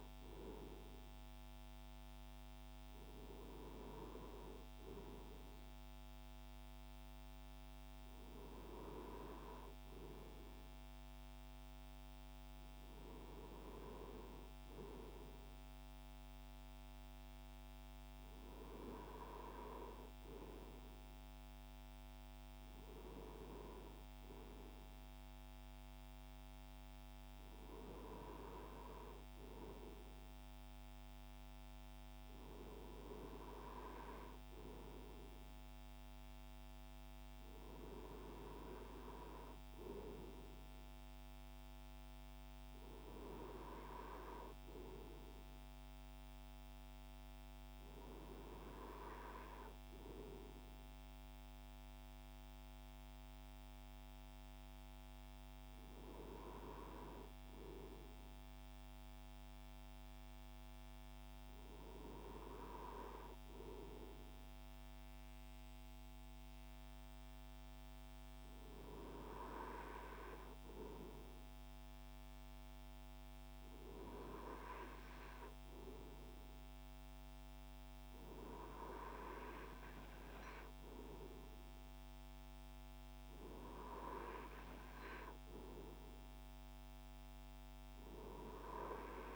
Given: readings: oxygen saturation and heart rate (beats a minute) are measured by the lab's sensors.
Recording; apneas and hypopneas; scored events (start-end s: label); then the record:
breathing in sleep by a microphone on the trachea; none
none scored
From the record:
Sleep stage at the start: N2 (light sleep); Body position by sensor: on the right side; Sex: male